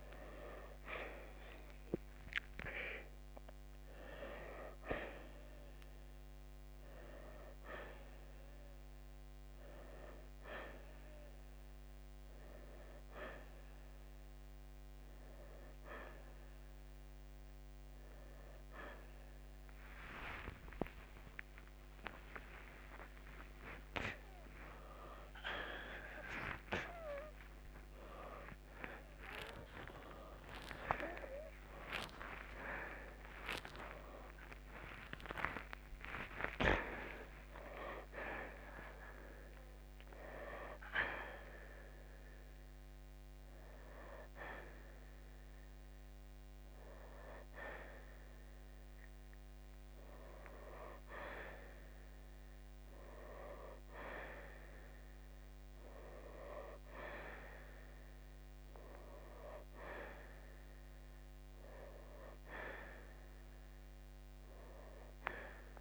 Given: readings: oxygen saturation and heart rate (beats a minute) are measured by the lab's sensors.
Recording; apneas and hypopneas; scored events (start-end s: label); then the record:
a person partly awake in a sleep study, by a microphone on the trachea; none
8.50-38.50 s: new sleep stage, awake
38.50-65.81 s: new sleep stage, N1 (lightest sleep)
From the record:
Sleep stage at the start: N1 (lightest sleep); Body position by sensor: on the right side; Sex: male